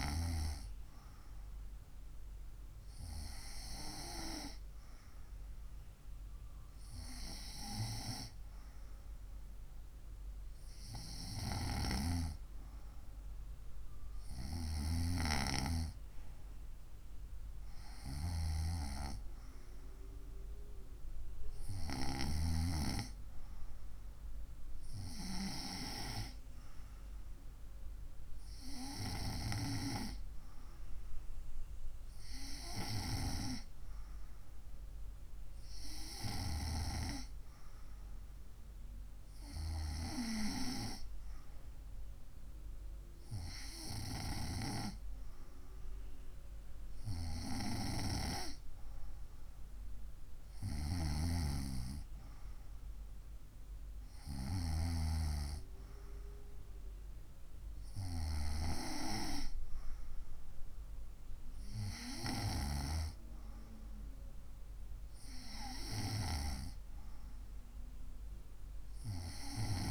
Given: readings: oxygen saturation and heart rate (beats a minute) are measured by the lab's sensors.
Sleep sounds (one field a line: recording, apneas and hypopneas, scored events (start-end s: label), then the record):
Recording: breathing in sleep by a room microphone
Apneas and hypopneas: none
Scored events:
none scored
From the record:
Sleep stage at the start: N2 (light sleep)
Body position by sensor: on the right side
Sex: female